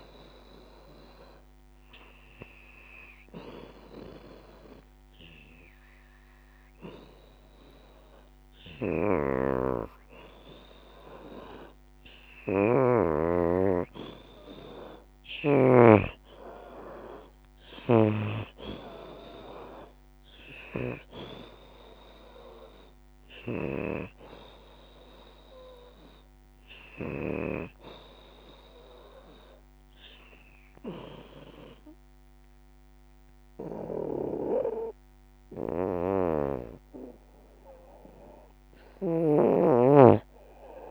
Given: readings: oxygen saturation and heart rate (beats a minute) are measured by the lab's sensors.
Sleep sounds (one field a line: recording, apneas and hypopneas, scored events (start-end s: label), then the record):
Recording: breathing in sleep by a microphone on the trachea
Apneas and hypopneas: 1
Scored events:
1.00-13.50 s: obstructive apnea (oxygen 89% before, 83% lowest, heart rate 77 before, 73 extreme, up 11 after)
15.50-20.00 s: arousal
20.00-34.00 s: oxygen desaturation (device-marked, oxygen 88% before, 85% lowest, heart rate 81 before, 66 extreme)
38.00-40.91 s: arousal
From the record:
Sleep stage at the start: N2 (light sleep)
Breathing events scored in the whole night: 236 in 3.5 hours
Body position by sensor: on the back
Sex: female